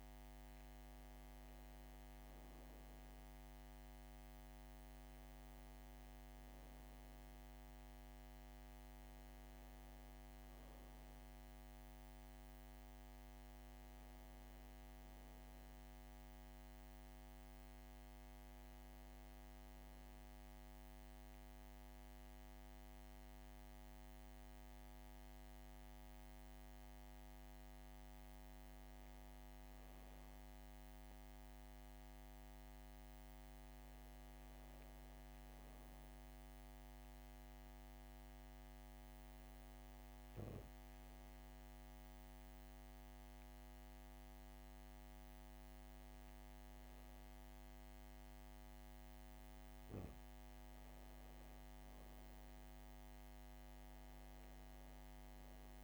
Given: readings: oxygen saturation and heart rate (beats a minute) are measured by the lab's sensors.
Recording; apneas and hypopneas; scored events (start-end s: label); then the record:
breathing in sleep, hard to hear, by a microphone on the trachea; 1
14.00-55.83 s: new sleep stage, N2 (light sleep)
36.50-50.00 s: hypopnea (oxygen 97% before, 95% lowest, heart rate 64 before, 61 extreme, up 5 after)
51.00-54.50 s: arousal
From the record:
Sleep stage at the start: N1 (lightest sleep); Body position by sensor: on the back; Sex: female